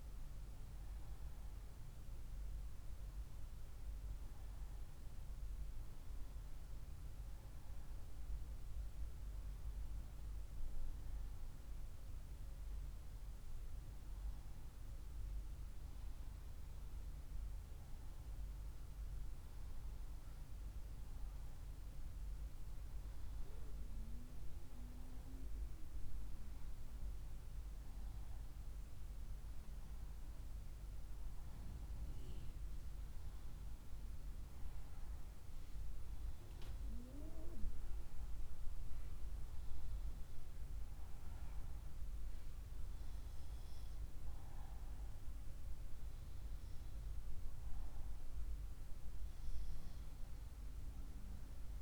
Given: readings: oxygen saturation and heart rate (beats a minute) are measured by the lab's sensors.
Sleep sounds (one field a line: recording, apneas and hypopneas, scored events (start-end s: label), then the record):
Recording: breathing in sleep, hard to hear, by a room microphone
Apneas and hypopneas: none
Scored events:
none scored
From the record:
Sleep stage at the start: N1 (lightest sleep)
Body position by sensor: on the right side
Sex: female